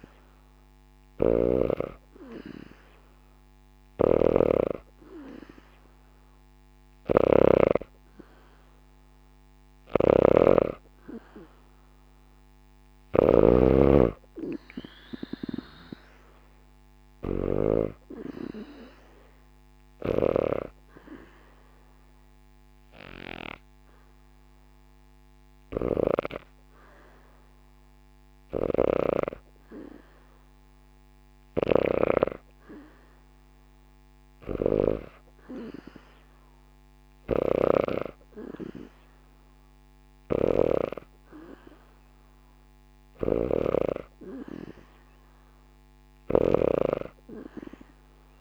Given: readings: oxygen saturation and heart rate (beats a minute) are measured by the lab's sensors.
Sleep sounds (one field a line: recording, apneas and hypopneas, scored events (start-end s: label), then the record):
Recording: breathing in sleep by a microphone on the trachea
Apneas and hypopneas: 1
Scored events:
0.00-20.00 s: snoring (device-marked)
6.50-10.00 s: arousal
20.50-32.50 s: hypopnea (oxygen 93% before, 85% lowest, heart rate 76 before, 70 extreme, up 0 after)
22.00-28.00 s: oxygen desaturation (device-marked, oxygen 93% before, 90% lowest, heart rate 76 before, 70 extreme)
28.00-40.50 s: snoring (device-marked)
34.00-37.00 s: arousal
41.00-48.41 s: oxygen desaturation (device-marked, oxygen 96% before, 91% lowest, heart rate 73 before, 71 extreme)
42.50-48.41 s: snoring (device-marked)
From the record:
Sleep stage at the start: N2 (light sleep)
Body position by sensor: on the back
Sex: female